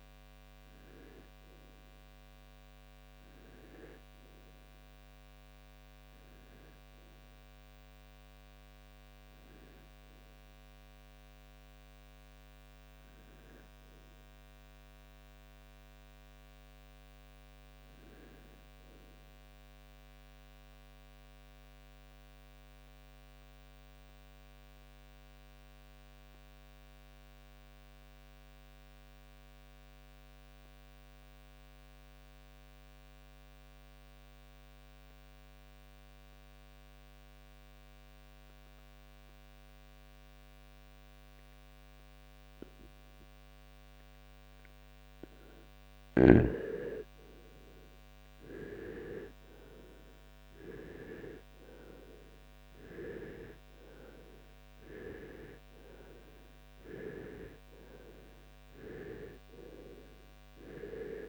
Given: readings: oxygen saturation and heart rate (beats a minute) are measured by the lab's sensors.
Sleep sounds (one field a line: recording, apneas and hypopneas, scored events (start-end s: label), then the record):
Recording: breathing in sleep by a microphone on the trachea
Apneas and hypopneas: 1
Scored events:
8.00-30.00 s: oxygen desaturation (device-marked, oxygen 94% before, 83% lowest, heart rate 76 before, 47 extreme)
12.50-16.00 s: arousal
19.50-46.00 s: mixed apnea (heart rate 74 before, 47 extreme, up 6 after)
47.00-51.50 s: arousal
From the record:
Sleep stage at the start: REM sleep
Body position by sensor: on the right side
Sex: male